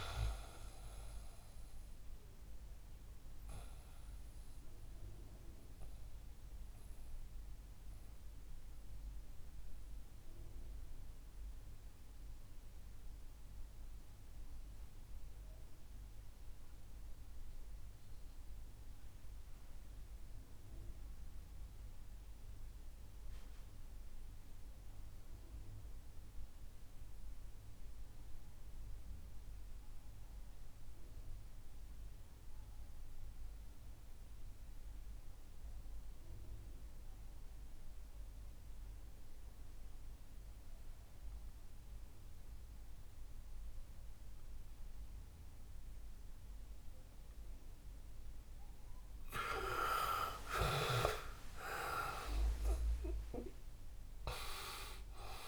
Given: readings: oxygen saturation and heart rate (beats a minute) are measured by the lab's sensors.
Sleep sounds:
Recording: breathing in sleep by a room microphone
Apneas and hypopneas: 1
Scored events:
0.00-20.00 s: oxygen desaturation (device-marked, oxygen 81% lowest, heart rate 58 extreme)
0.50-48.50 s: mixed apnea (oxygen 99% before, 79% lowest, heart rate 64 before, 58 extreme, up 21 after)
40.00-55.48 s: oxygen desaturation (device-marked, oxygen 99% before, 79% lowest, heart rate 63 before, 60 extreme)
50.00-55.00 s: arousal
From the record:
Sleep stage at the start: REM sleep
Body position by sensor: on the back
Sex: male

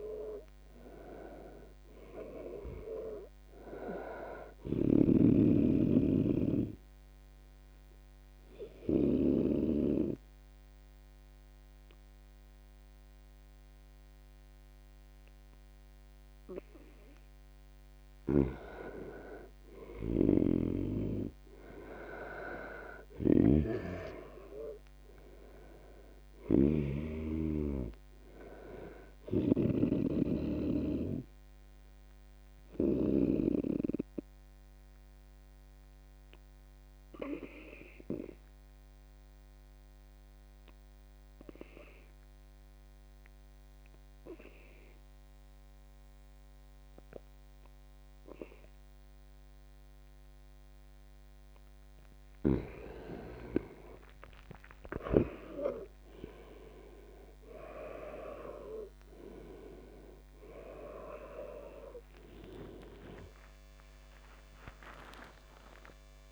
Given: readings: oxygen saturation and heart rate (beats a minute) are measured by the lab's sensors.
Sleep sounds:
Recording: breathing in sleep by a microphone on the trachea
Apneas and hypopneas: 2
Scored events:
0.00-15.50 s: oxygen desaturation (device-marked, oxygen 91% lowest, heart rate 72 extreme)
6.50-18.00 s: obstructive apnea (oxygen 97% before, 86% lowest, heart rate 85 before, 72 extreme, up 17 after)
19.50-24.50 s: arousal
23.50-27.00 s: snoring (device-marked)
28.50-39.50 s: oxygen desaturation (device-marked, oxygen 98% before, 94% lowest, heart rate 81 before, 74 extreme)
31.50-50.00 s: obstructive apnea (oxygen 98% before, 86% lowest, heart rate 82 before, 74 extreme, up 5 after)
49.50-66.32 s: oxygen desaturation (device-marked, oxygen 98% before, 86% lowest, heart rate 81 before, 77 extreme)
54.50-66.32 s: new sleep stage, awake
62.50-64.50 s: tachycardia (device-marked, heart rate 83 before, 94 extreme)
From the record:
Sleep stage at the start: N2 (light sleep)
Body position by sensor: on the back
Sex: male

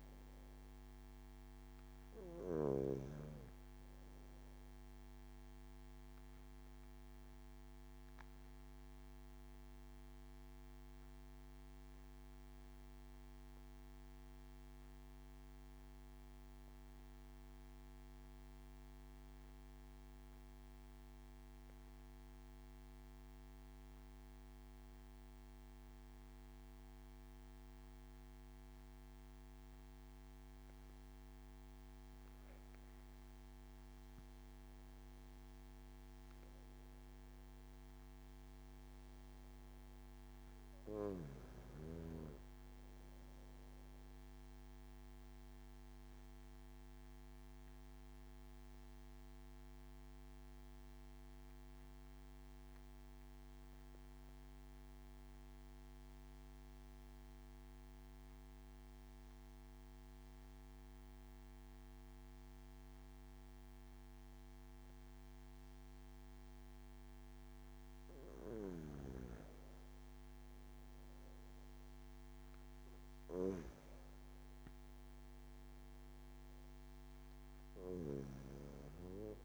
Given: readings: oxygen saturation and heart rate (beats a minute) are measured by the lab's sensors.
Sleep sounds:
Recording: breathing in sleep by a microphone on the trachea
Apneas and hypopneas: 2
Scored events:
0.00-2.50 s: snoring (device-marked)
0.00-17.50 s: oxygen desaturation (device-marked, oxygen 92% lowest)
7.00-31.00 s: obstructive apnea (oxygen 98% before, 92% lowest)
32.50-36.50 s: arousal
43.50-66.00 s: obstructive apnea (oxygen 97% before, 93% lowest)
67.50-71.50 s: arousal
From the record:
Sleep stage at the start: N2 (light sleep)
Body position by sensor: on the back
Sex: male

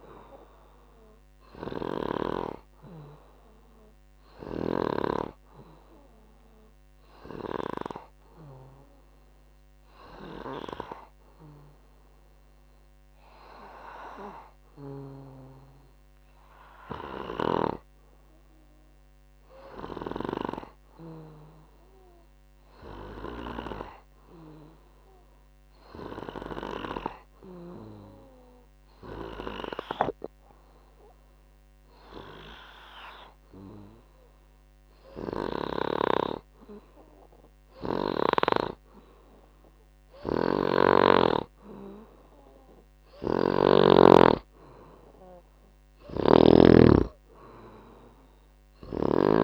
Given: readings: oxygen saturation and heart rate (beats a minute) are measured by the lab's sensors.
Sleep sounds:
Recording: breathing in sleep by a microphone on the trachea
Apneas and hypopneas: 1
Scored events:
0.00-20.50 s: oxygen desaturation (device-marked, oxygen 88% lowest, heart rate 60 extreme)
2.00-39.00 s: obstructive apnea (oxygen 98% before, 88% lowest, heart rate 68 before, 60 extreme, up 7 after)
40.00-49.44 s: snoring (device-marked)
40.50-49.44 s: oxygen desaturation (device-marked, oxygen 97% before, 91% lowest, heart rate 65 before, 62 extreme)
41.00-44.00 s: arousal
From the record:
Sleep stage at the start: N2 (light sleep)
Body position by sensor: on the back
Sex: male

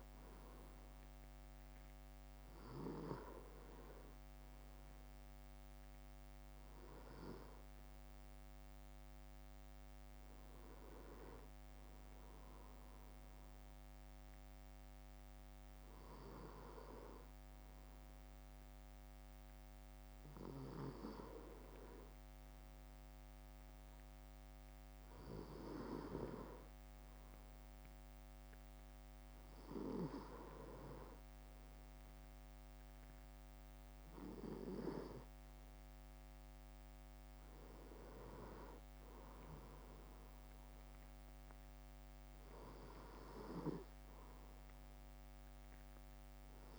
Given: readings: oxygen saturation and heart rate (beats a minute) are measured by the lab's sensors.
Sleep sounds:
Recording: breathing in sleep by a microphone on the trachea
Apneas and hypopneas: none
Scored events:
none scored
From the record:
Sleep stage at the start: N2 (light sleep)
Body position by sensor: on the back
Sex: male

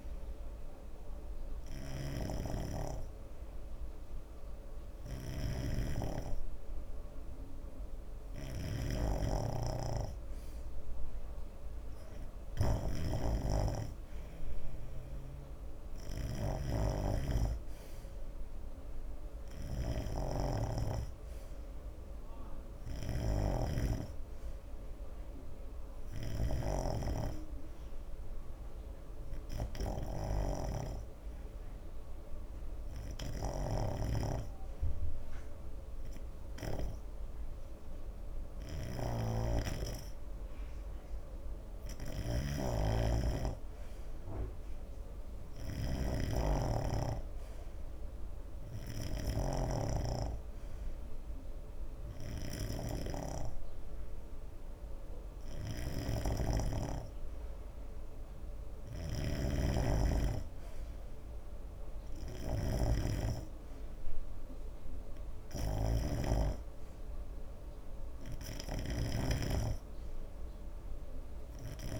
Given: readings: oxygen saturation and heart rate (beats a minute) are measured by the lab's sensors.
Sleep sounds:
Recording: breathing in sleep by a room microphone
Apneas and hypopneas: 1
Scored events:
0.00-37.50 s: snoring (device-marked)
39.50-72.00 s: snoring (device-marked)
50.00-61.00 s: hypopnea (oxygen 91% before, 86% lowest, heart rate 73 before, 76 extreme, up 1 after)
62.50-65.50 s: arousal
70.50-72.00 s: oxygen desaturation (device-marked, oxygen 92% before, 86% lowest, heart rate 77 before, 65 extreme)
From the record:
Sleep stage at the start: N2 (light sleep)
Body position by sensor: on the right side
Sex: male

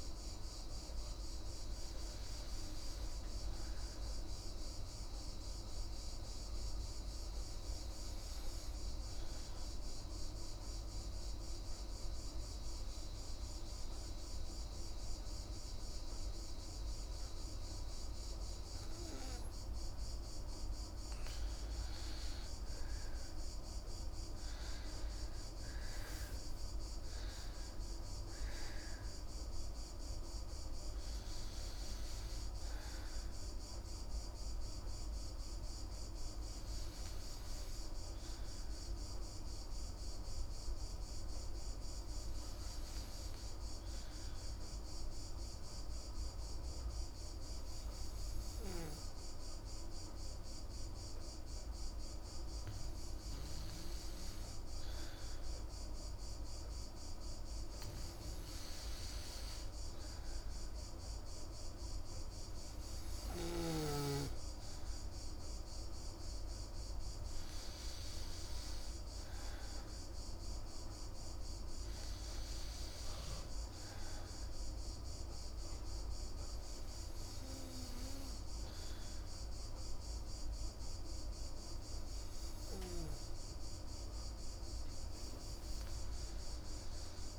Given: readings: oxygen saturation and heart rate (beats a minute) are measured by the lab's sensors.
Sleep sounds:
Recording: breathing in sleep, hard to hear, by a room microphone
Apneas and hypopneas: 2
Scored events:
10.50-20.50 s: obstructive apnea (oxygen 96% before, 91% lowest, heart rate 91 before, 46 extreme)
23.00-27.00 s: arousal
34.00-55.00 s: hypopnea (oxygen 97% before, 91% lowest, heart rate 80 before, 113 extreme, up 43 after)
36.50-47.50 s: oxygen desaturation (device-marked, oxygen 96% before, 91% lowest, heart rate 88 before, 113 extreme)
56.00-59.50 s: arousal
62.50-72.50 s: oxygen desaturation (device-marked, oxygen 98% before, 94% lowest, heart rate 149 before, 80 extreme)
From the record:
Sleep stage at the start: N2 (light sleep)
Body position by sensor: on the back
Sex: female

